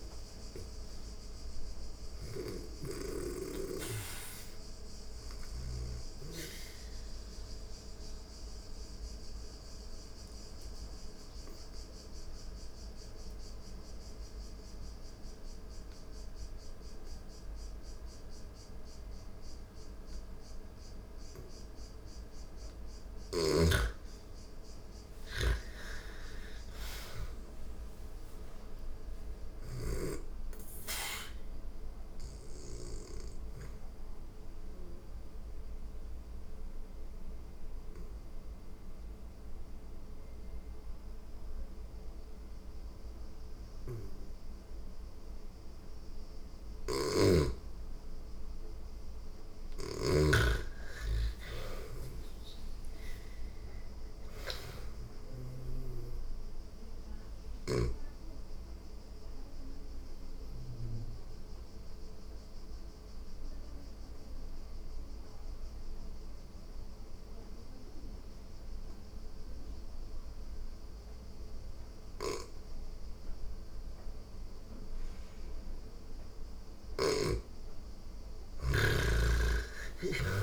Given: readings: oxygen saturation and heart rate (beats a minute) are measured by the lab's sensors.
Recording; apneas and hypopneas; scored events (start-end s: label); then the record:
breathing in sleep by a room microphone; 3
0.00-16.00 s: oxygen desaturation (device-marked, oxygen 95% before, 86% lowest)
1.00-5.00 s: snoring (device-marked)
6.00-22.50 s: obstructive apnea (oxygen 99% before, 86% lowest)
22.00-43.00 s: oxygen desaturation (device-marked, oxygen 99% before, 86% lowest)
22.50-29.00 s: snoring (device-marked)
24.00-27.50 s: arousal
33.00-46.50 s: obstructive apnea (oxygen 99% before, 83% lowest)
46.00-55.00 s: snoring (device-marked)
49.00-54.00 s: arousal
53.00-69.00 s: oxygen desaturation (device-marked, oxygen 99% before, 88% lowest)
59.00-75.50 s: obstructive apnea (oxygen 99% before, 83% lowest)
76.00-79.50 s: snoring (device-marked)
77.50-80.43 s: arousal
From the record:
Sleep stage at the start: N2 (light sleep); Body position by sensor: on the back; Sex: female